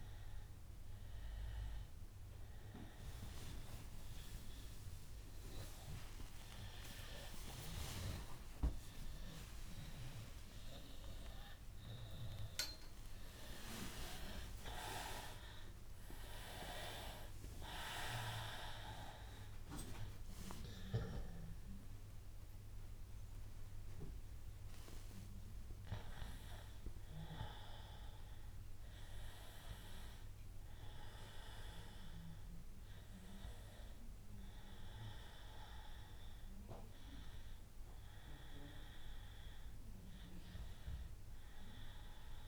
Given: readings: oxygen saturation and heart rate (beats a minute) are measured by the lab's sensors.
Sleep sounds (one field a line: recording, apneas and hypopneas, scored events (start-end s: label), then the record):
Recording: a person awake in a sleep study, by a room microphone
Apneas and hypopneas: none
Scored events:
23.50-42.48 s: new sleep stage, N1 (lightest sleep)
From the record:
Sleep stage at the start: awake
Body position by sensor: on the back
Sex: male